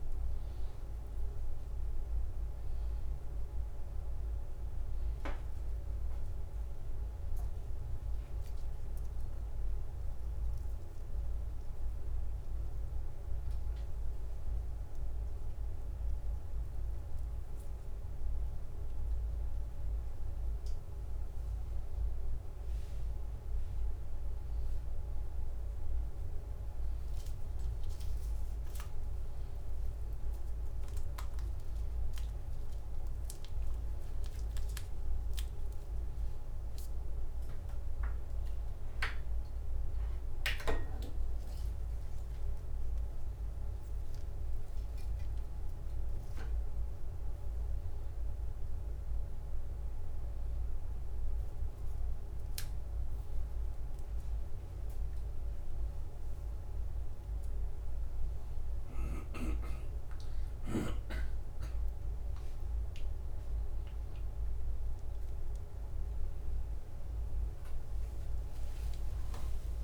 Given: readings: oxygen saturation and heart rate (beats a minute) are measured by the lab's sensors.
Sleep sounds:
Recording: a person awake in a sleep study, by a room microphone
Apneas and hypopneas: none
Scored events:
0.00-2.00 s: long interval between heartbeats (device-marked, heart rate 88 before, 92 extreme)
0.00-3.00 s: tachycardia (device-marked, heart rate 94 before, 92 extreme)
3.00-5.00 s: long interval between heartbeats (device-marked, heart rate 88 before, 102 extreme)
4.00-16.00 s: tachycardia (device-marked, heart rate 94 before, 120 extreme)
7.00-9.00 s: long interval between heartbeats (device-marked, heart rate 89 before, 112 extreme)
10.50-12.50 s: long interval between heartbeats (device-marked, heart rate 92 before, 112 extreme)
15.00-17.00 s: long interval between heartbeats (device-marked, heart rate 100 before, 117 extreme)
25.00-38.00 s: tachycardia (device-marked, heart rate 95 before, 129 extreme)
26.00-40.00 s: drop in pulse transit time (device-marked, heart rate 103 before, 94 extreme)
26.50-28.50 s: long interval between heartbeats (device-marked, heart rate 103 before, 94 extreme)
28.50-30.50 s: long interval between heartbeats (device-marked, heart rate 102 before, 111 extreme)
32.50-34.50 s: long interval between heartbeats (device-marked, heart rate 102 before, 114 extreme)
36.00-38.00 s: long interval between heartbeats (device-marked, heart rate 102 before, 129 extreme)
46.00-48.00 s: long interval between heartbeats (device-marked, heart rate 107 before, 93 extreme)
50.00-65.00 s: tachycardia (device-marked, heart rate 96 before, 141 extreme)
52.00-54.00 s: long interval between heartbeats (device-marked, heart rate 103 before, 94 extreme)
54.00-56.00 s: long interval between heartbeats (device-marked, heart rate 102 before, 122 extreme)
62.00-64.00 s: long interval between heartbeats (device-marked, heart rate 106 before, 104 extreme)
64.00-69.84 s: drop in pulse transit time (device-marked, heart rate 109 before, 89 extreme)
64.50-66.50 s: long interval between heartbeats (device-marked, heart rate 109 before, 104 extreme)
From the record:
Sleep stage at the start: awake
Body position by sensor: upright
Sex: male

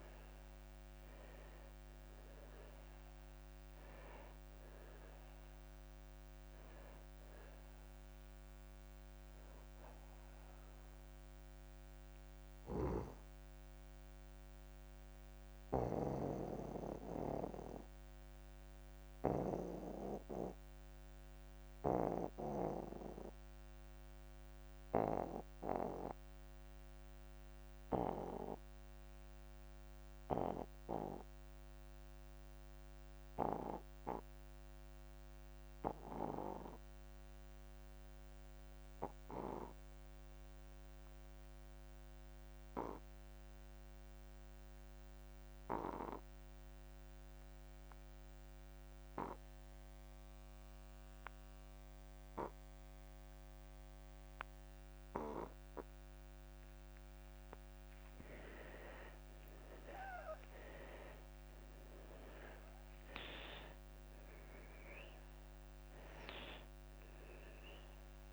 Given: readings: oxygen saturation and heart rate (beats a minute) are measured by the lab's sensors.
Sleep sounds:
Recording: breathing in sleep by a microphone on the trachea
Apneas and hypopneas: 1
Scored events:
0.00-28.00 s: oxygen desaturation (device-marked, oxygen 78% lowest)
11.50-56.00 s: obstructive apnea (oxygen 96% before, 75% lowest)
46.00-68.33 s: oxygen desaturation (device-marked, oxygen 98% before, 75% lowest)
60.00-63.50 s: arousal
From the record:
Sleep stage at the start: N2 (light sleep)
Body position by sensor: on the back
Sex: male

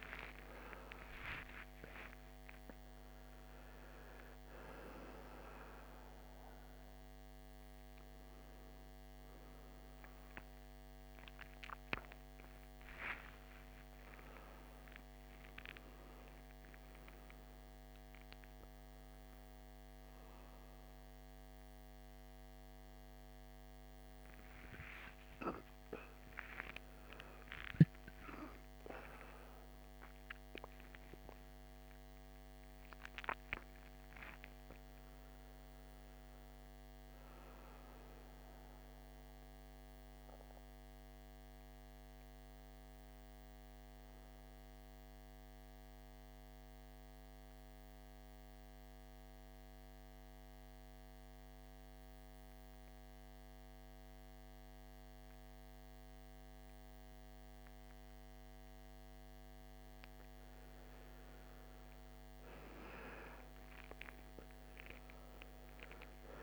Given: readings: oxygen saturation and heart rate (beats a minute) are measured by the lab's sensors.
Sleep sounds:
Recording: a person partly awake in a sleep study, by a microphone on the trachea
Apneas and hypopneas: 1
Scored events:
27.00-66.42 s: new sleep stage, N1 (lightest sleep)
45.00-59.00 s: central apnea (oxygen 98% before, 88% lowest, heart rate 64 before, 59 extreme, up 11 after)
61.50-66.42 s: arousal
65.00-66.42 s: oxygen desaturation (device-marked, oxygen 97% before, 88% lowest, heart rate 61 before, 59 extreme)
From the record:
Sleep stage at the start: awake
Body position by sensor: on the back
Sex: male

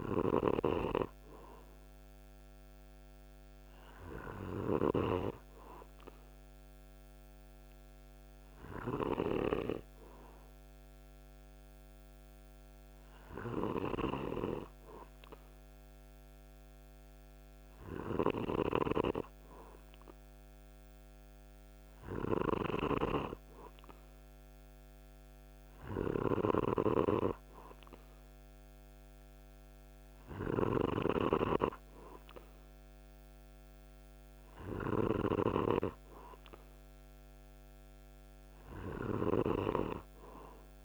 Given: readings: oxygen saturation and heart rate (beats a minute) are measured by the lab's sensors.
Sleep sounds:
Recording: breathing in sleep by a microphone on the trachea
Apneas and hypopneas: none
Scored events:
21.50-34.50 s: snoring (device-marked)
From the record:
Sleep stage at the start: N2 (light sleep)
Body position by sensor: on the back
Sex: male

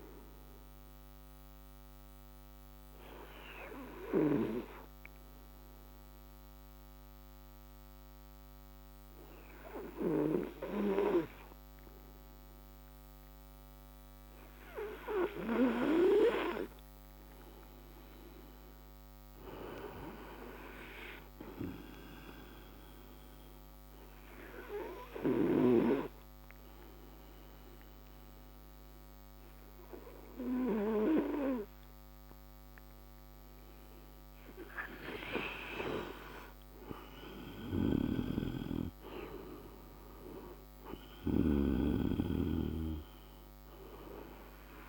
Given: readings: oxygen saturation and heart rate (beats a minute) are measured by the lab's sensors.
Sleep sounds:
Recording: breathing in sleep by a microphone on the trachea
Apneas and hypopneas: 2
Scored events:
0.00-19.00 s: oxygen desaturation (device-marked, oxygen 84% lowest)
2.50-16.50 s: obstructive apnea (oxygen 96% before, 84% lowest)
19.50-22.00 s: arousal
24.00-35.00 s: obstructive apnea (oxygen 98% before, 88% lowest, heart rate 48 before, 54 extreme, up 29 after)
36.50-39.00 s: arousal
40.00-44.88 s: oxygen desaturation (device-marked, oxygen 95% before, 90% lowest)
From the record:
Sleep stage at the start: N2 (light sleep)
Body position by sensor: on the right side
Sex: male

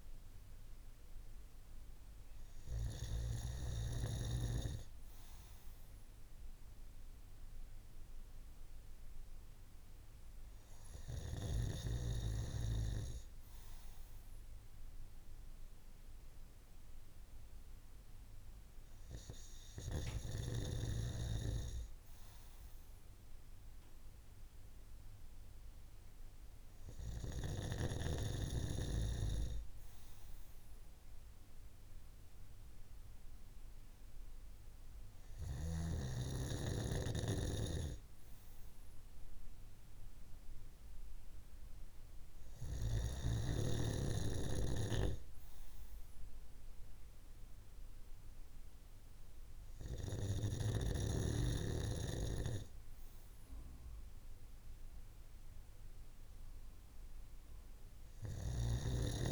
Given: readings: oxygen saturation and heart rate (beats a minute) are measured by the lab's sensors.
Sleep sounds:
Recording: breathing in sleep by a room microphone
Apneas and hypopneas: none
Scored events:
0.00-3.00 s: snoring (device-marked)
From the record:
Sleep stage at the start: N2 (light sleep)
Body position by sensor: on the right side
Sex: male

